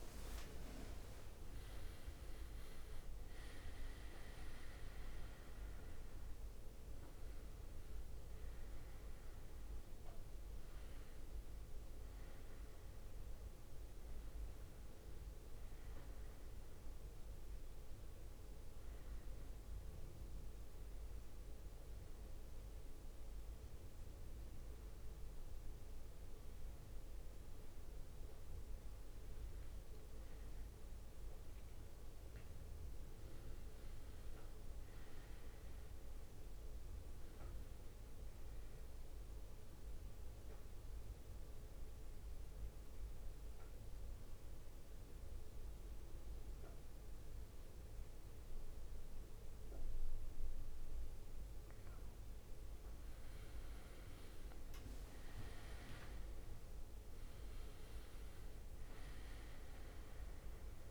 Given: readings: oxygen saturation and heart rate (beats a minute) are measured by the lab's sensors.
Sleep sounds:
breathing in sleep, hard to hear, by a room microphone; 2
0.00-1.00 s: oxygen desaturation (device-marked, oxygen 91% lowest, heart rate 63 extreme)
0.00-3.00 s: leg movement (device-marked)
0.00-13.00 s: drop in pulse transit time (device-marked, heart rate 64 extreme)
11.00-15.00 s: arousal
18.50-29.00 s: hypopnea (oxygen 99% before, 95% lowest, heart rate 70 before, 55 extreme, up 9 after)
31.00-34.50 s: arousal
39.00-51.50 s: central apnea (oxygen 99% before, 93% lowest, heart rate 65 before, 55 extreme, up 17 after)
54.00-56.50 s: leg movement (device-marked)
54.50-58.50 s: arousal
From the record:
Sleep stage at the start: N2 (light sleep); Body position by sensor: on the back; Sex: male

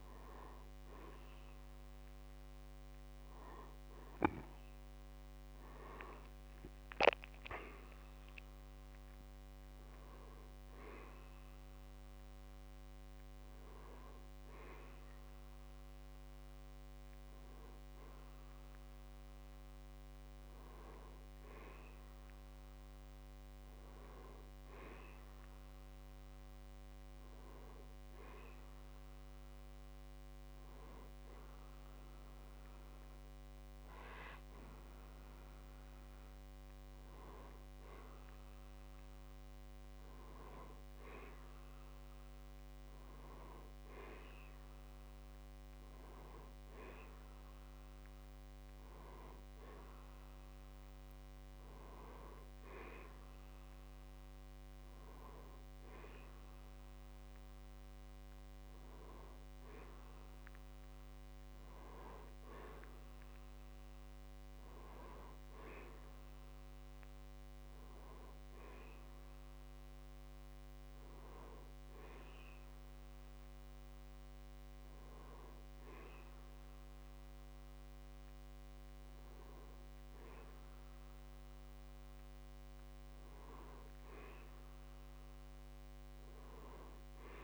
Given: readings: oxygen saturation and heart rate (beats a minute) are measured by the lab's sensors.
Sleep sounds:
breathing in sleep by a microphone on the trachea; none
none scored
From the record:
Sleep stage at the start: N1 (lightest sleep); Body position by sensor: on the back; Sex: male

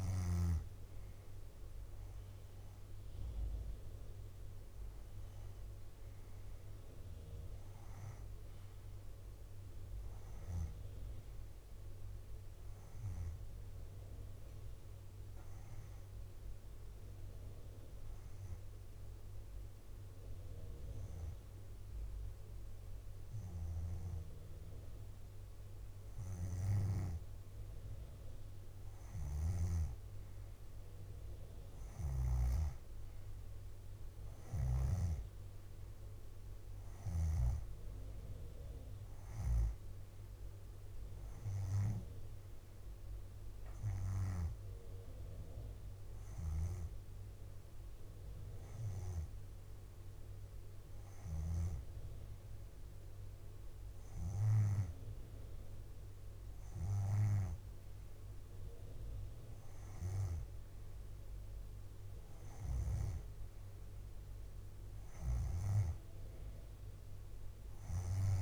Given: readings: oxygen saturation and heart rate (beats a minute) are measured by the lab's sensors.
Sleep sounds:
breathing in sleep by a room microphone; 2
5.50-11.50 s: leg movement (device-marked)
13.00-26.50 s: hypopnea (oxygen 93% before, 90% lowest, heart rate 65 before, 59 extreme, up 11 after)
23.50-38.50 s: drop in pulse transit time (device-marked, heart rate 65 before, 59 extreme)
26.00-27.50 s: leg movement (device-marked)
28.50-32.00 s: arousal
29.00-32.50 s: snoring (device-marked)
32.00-37.50 s: leg movement (device-marked)
43.00-53.50 s: hypopnea (oxygen 94% before, 89% lowest, heart rate 66 before, 60 extreme, up 5 after)
53.50-61.00 s: leg movement (device-marked)
58.50-62.50 s: arousal
65.00-68.42 s: leg movement (device-marked)
From the record:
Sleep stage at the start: N2 (light sleep); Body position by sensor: on the back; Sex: female

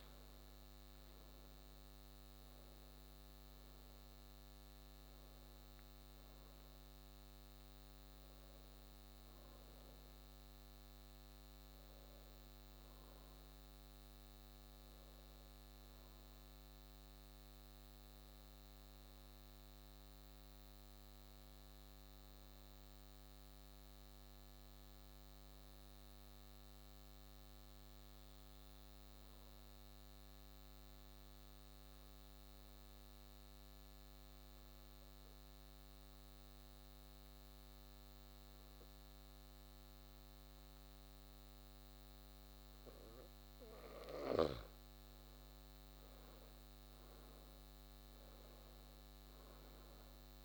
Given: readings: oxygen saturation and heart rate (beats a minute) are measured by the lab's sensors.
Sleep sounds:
breathing in sleep, hard to hear, by a microphone on the trachea; 1
0.00-3.00 s: arousal
22.00-43.50 s: obstructive apnea (oxygen 96% before, 93% lowest, heart rate 135 before, 28 extreme, up 0 after)
From the record:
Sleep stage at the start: N2 (light sleep); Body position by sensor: on the back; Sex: male

